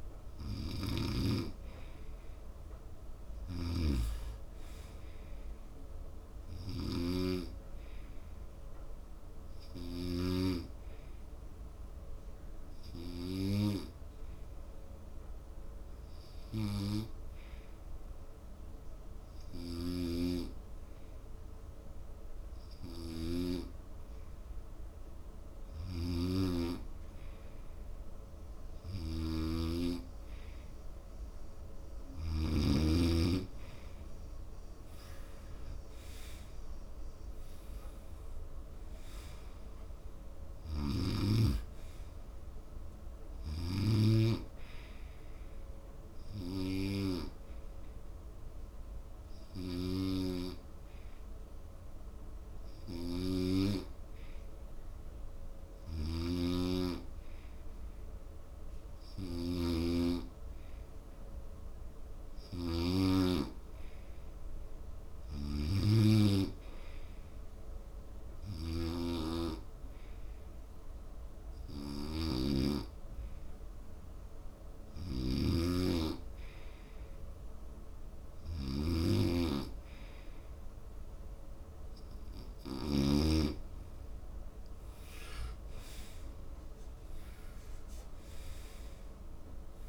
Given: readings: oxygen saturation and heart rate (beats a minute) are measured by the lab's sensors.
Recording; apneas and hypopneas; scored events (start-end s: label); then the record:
breathing in sleep by a room microphone; 2
0.00-21.00 s: oxygen desaturation (device-marked, oxygen 89% lowest)
6.00-8.00 s: long interval between heartbeats (device-marked)
7.00-10.50 s: snoring (device-marked)
7.50-31.00 s: hypopnea (oxygen 97% before, 89% lowest)
20.00-33.00 s: snoring (device-marked)
34.00-37.50 s: arousal
37.00-49.00 s: oxygen desaturation (device-marked, oxygen 97% before, 93% lowest)
47.50-79.50 s: hypopnea (oxygen 97% before, 91% lowest)
56.50-63.50 s: snoring (device-marked)
75.50-83.50 s: snoring (device-marked)
83.50-88.00 s: arousal
86.00-89.89 s: oxygen desaturation (device-marked, oxygen 95% before, 91% lowest)
From the record:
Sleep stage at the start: N2 (light sleep); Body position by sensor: on the right side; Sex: male